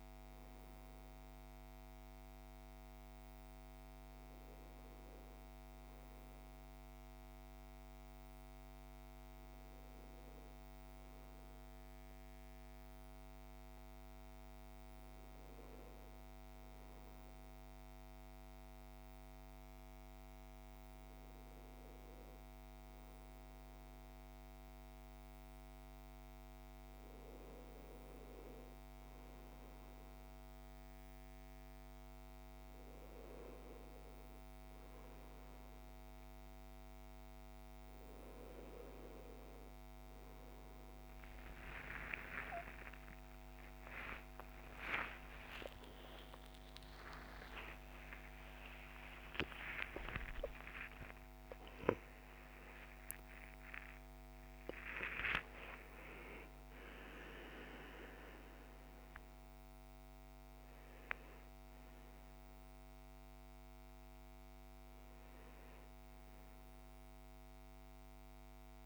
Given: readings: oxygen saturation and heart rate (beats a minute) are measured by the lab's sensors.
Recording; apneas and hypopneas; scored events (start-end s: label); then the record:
a person partly awake in a sleep study, by a microphone on the trachea; none
36.50-66.50 s: new sleep stage, awake
66.50-68.86 s: new sleep stage, N1 (lightest sleep)
From the record:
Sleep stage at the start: N1 (lightest sleep); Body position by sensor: on the right side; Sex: male